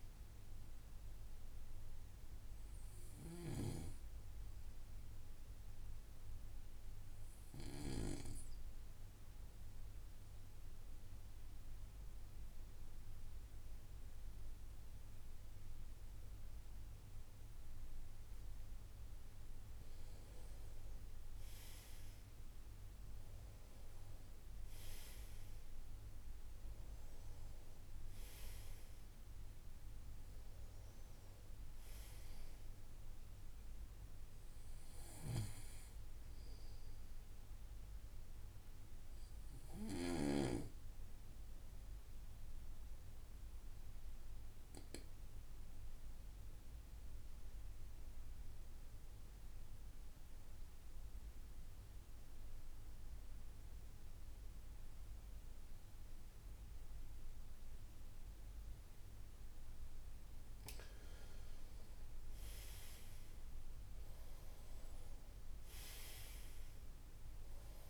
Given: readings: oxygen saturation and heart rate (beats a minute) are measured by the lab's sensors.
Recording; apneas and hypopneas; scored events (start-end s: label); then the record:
breathing in sleep by a room microphone; 2
0.00-10.00 s: oxygen desaturation (device-marked, oxygen 90% lowest, heart rate 54 extreme)
4.50-18.00 s: obstructive apnea (oxygen 94% before, 91% lowest, heart rate 59 before, 53 extreme, up 8 after)
20.00-25.00 s: arousal
38.50-60.00 s: obstructive apnea (oxygen 97% before, 91% lowest, heart rate 60 before, 54 extreme, up 4 after)
60.00-64.50 s: arousal
61.00-67.90 s: oxygen desaturation (device-marked, oxygen 96% before, 92% lowest, heart rate 56 before, 49 extreme)
From the record:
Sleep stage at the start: N2 (light sleep); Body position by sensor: on the right side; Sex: male